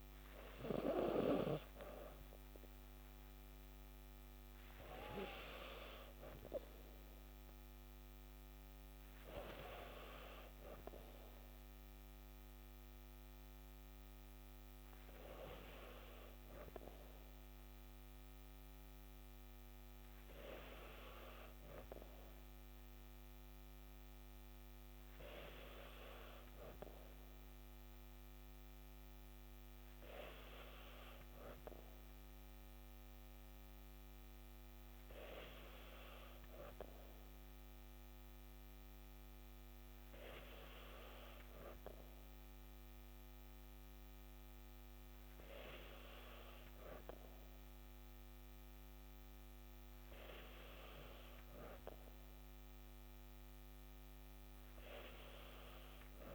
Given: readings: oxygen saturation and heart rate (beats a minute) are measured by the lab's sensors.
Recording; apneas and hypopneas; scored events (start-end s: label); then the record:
breathing in sleep by a microphone on the trachea; none
0.00-1.50 s: snoring (device-marked)
4.00-19.00 s: oxygen desaturation (device-marked, oxygen 95% before, 91% lowest, heart rate 59 before, 58 extreme)
5.00-56.35 s: new sleep stage, N3 (deep sleep)
From the record:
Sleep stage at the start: N2 (light sleep); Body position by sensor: on the back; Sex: female